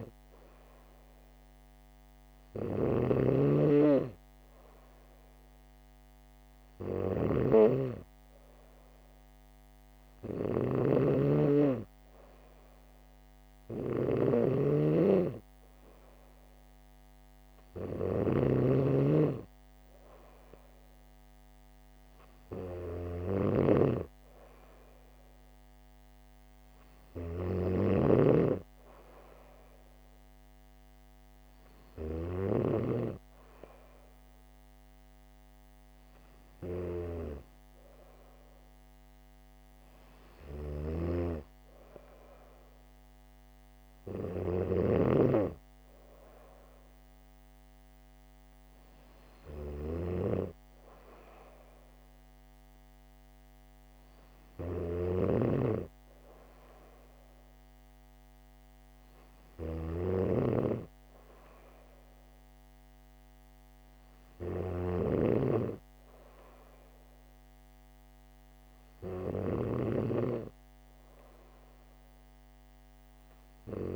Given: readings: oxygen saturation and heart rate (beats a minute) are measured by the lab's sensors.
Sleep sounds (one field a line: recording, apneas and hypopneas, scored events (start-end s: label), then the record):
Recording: breathing in sleep by a microphone on the trachea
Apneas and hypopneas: none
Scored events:
0.00-32.50 s: snoring (device-marked)
41.00-73.96 s: snoring (device-marked)
From the record:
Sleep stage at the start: N3 (deep sleep)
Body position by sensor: on the back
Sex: female